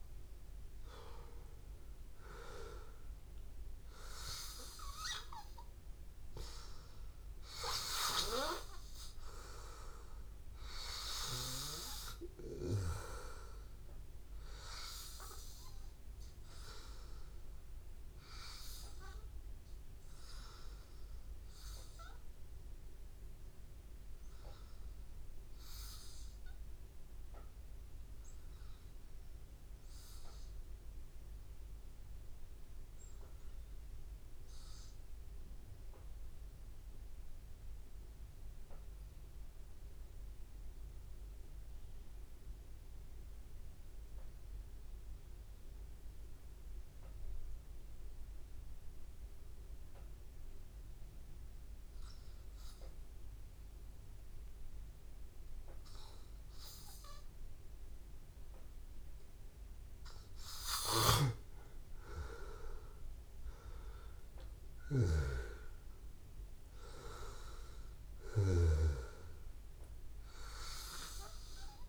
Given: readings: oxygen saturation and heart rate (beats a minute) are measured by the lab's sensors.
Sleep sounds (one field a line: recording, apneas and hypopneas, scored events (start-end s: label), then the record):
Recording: breathing in sleep by a room microphone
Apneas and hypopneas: 1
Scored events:
0.00-28.00 s: oxygen desaturation (device-marked, oxygen 93% lowest, heart rate 82 extreme)
20.50-52.50 s: hypopnea (oxygen 97% before, 93% lowest, heart rate 84 before, 79 extreme, up 1 after)
48.00-50.00 s: long interval between heartbeats (device-marked, heart rate 82 before, 82 extreme)
57.50-62.00 s: arousal
From the record:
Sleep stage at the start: N2 (light sleep)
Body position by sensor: on the back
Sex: male